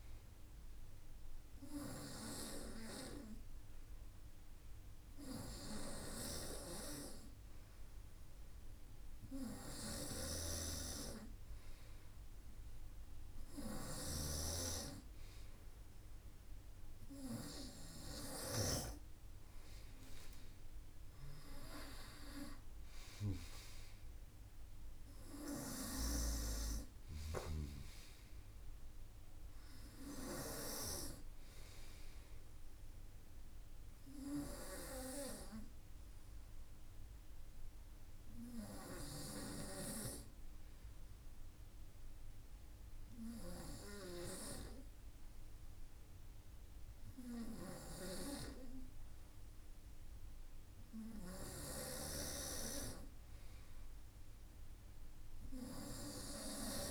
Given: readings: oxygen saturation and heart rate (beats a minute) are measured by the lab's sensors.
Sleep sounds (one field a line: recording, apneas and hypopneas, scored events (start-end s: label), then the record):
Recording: breathing in sleep by a room microphone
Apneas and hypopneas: 1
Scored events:
9.00-18.00 s: snoring (device-marked)
40.00-52.50 s: hypopnea (oxygen 96% before, 94% lowest, heart rate 57 before, 52 extreme, up 0 after)
55.00-56.91 s: arousal
From the record:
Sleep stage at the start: N2 (light sleep)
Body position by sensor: on the front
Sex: male